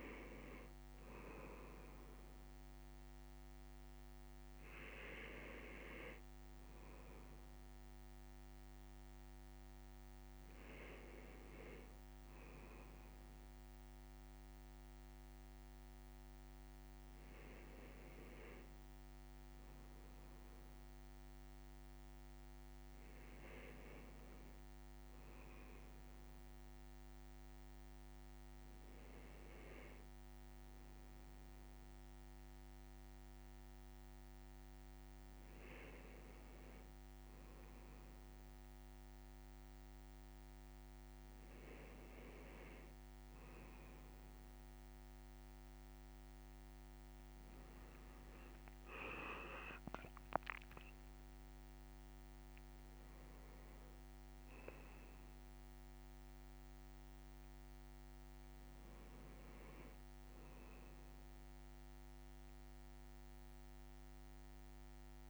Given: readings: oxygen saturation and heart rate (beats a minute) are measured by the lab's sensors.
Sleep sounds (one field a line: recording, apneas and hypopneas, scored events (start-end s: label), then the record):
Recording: a person awake in a sleep study, by a microphone on the trachea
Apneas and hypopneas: none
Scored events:
47.00-50.00 s: leg movement (device-marked)
From the record:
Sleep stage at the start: awake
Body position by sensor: on the left side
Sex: male